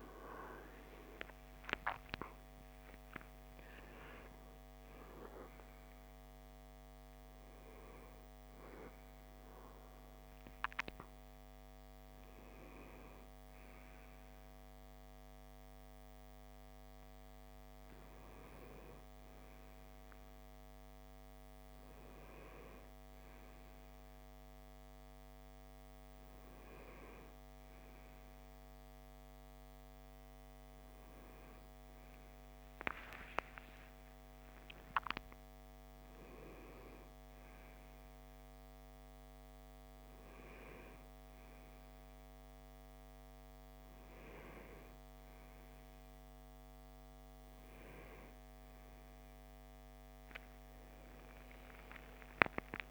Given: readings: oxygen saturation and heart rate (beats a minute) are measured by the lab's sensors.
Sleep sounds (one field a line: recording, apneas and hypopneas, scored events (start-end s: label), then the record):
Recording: a person awake in a sleep study, by a microphone on the trachea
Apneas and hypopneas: none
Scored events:
none scored
From the record:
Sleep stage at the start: awake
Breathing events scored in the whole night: 339 in 6.8 hours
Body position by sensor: on the right side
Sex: male